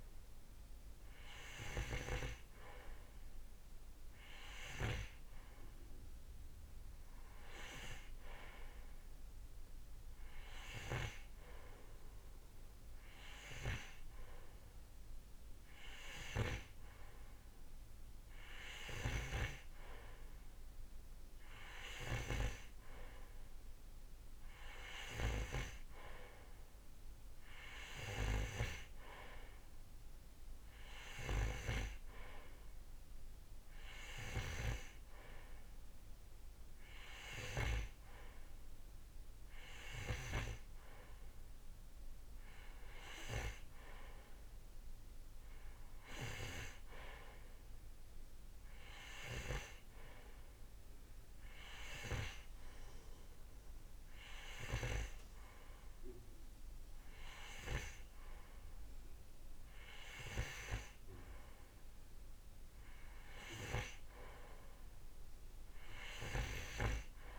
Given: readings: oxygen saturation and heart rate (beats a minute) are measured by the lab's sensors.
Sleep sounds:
breathing in sleep by a room microphone; none
none scored
From the record:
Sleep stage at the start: N2 (light sleep); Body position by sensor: on the right side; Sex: male

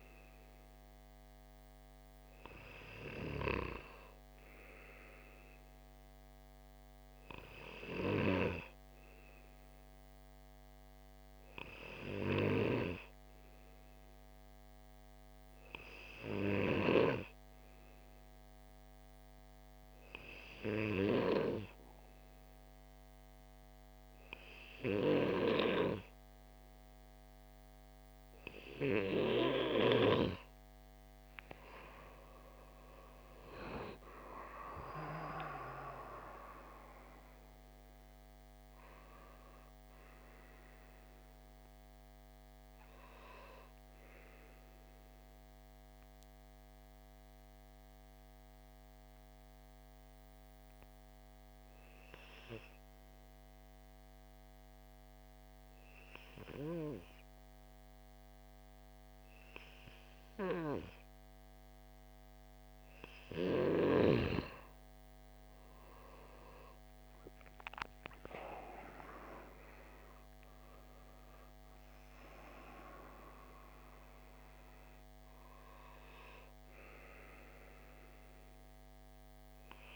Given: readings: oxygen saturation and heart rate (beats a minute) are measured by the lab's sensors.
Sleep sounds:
breathing in sleep by a microphone on the trachea; 1
31.50-36.00 s: arousal
45.50-62.50 s: mixed apnea (oxygen 97% before, 93% lowest)
66.00-70.50 s: arousal
72.50-79.96 s: oxygen desaturation (device-marked, oxygen 98% before, 93% lowest)
From the record:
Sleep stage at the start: N2 (light sleep); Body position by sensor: on the left side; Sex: male

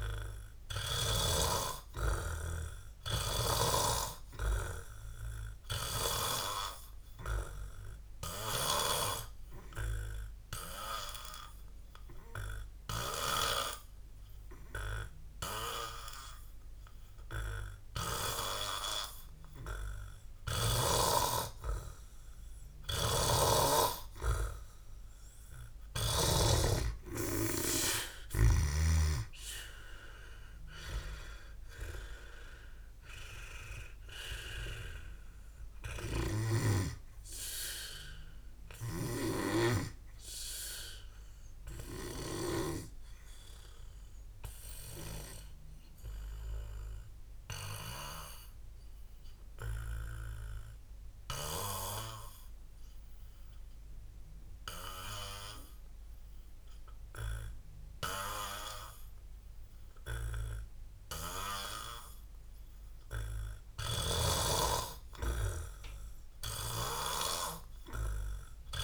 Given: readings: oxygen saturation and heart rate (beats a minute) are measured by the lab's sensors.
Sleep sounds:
breathing in sleep by a room microphone; 2
0.00-1.00 s: oxygen desaturation (device-marked, oxygen 86% lowest, heart rate 58 extreme)
0.00-3.50 s: arousal
3.00-31.00 s: oxygen desaturation (device-marked, oxygen 100% before, 86% lowest, heart rate 61 before, 61 extreme)
9.50-24.00 s: obstructive apnea (oxygen 100% before, 86% lowest, heart rate 63 before, 61 extreme, up 17 after)
29.50-34.50 s: arousal
36.50-40.00 s: snoring (device-marked)
37.00-44.00 s: oxygen desaturation (device-marked, oxygen 94% before, 88% lowest, heart rate 67 before, 58 extreme)
44.00-61.50 s: obstructive apnea (oxygen 94% before, 86% lowest, heart rate 68 before, 56 extreme, up 7 after)
46.00-59.00 s: oxygen desaturation (device-marked, oxygen 91% before, 87% lowest, heart rate 68 before, 56 extreme)
63.50-67.00 s: arousal
64.50-68.84 s: snoring (device-marked)
From the record:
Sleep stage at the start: N2 (light sleep); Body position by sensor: on the back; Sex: male

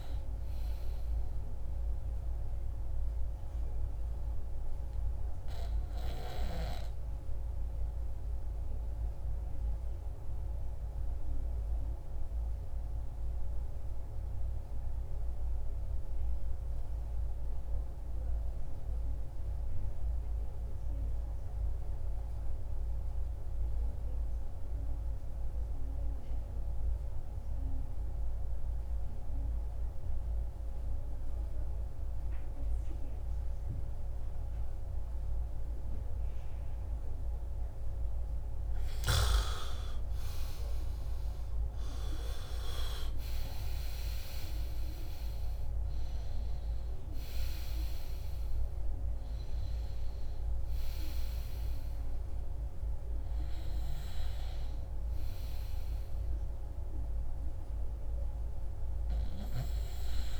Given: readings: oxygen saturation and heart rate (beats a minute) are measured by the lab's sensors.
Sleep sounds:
breathing in sleep, hard to hear, by a room microphone; 1
0.00-6.50 s: oxygen desaturation (device-marked, oxygen 91% lowest)
1.50-37.00 s: obstructive apnea (oxygen 98% before, 86% lowest)
23.50-60.40 s: oxygen desaturation (device-marked, oxygen 99% before, 86% lowest)
40.50-46.00 s: arousal
From the record:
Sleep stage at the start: N2 (light sleep); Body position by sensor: on the back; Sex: male

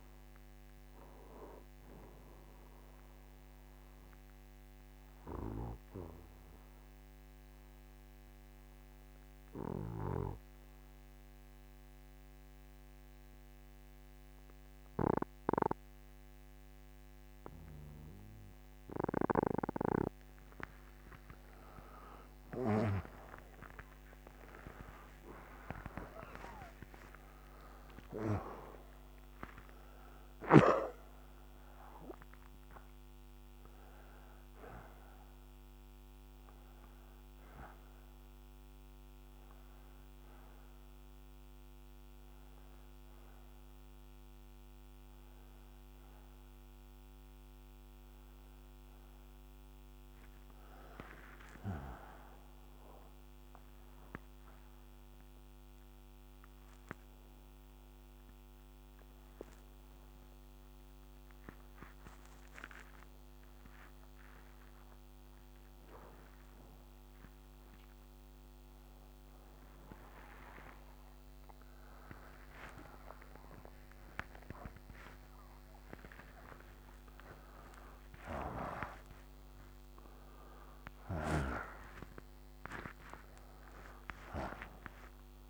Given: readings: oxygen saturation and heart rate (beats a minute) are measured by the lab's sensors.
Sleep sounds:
a person partly awake in a sleep study, by a microphone on the trachea; 1
0.00-16.00 s: oxygen desaturation (device-marked, oxygen 94% before, 88% lowest, heart rate 80 before, 62 extreme)
2.50-18.50 s: obstructive apnea (oxygen 97% before, 88% lowest, heart rate 80 before, 62 extreme, up 17 after)
20.00-25.50 s: arousal
29.00-38.00 s: oxygen desaturation (device-marked, oxygen 96% before, 92% lowest, heart rate 66 before, 62 extreme)
49.00-85.50 s: new sleep stage, awake
83.00-85.50 s: oxygen desaturation (device-marked, oxygen 94% before, 88% lowest, heart rate 110 before, 76 extreme)
From the record:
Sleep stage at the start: N1 (lightest sleep); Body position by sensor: on the right side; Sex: male

